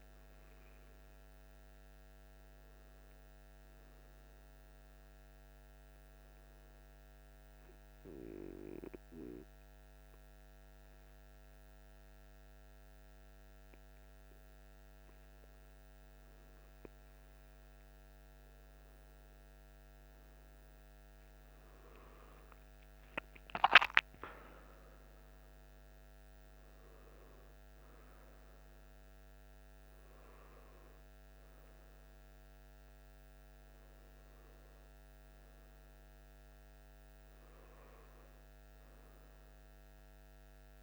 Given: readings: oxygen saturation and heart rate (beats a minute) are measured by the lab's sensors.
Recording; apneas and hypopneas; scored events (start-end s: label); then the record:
breathing in sleep by a microphone on the trachea; 1
6.50-17.50 s: hypopnea (oxygen 99% before, 96% lowest, heart rate 55 before, 52 extreme, up 10 after)
21.50-26.00 s: arousal
From the record:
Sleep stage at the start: N1 (lightest sleep); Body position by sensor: on the back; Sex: male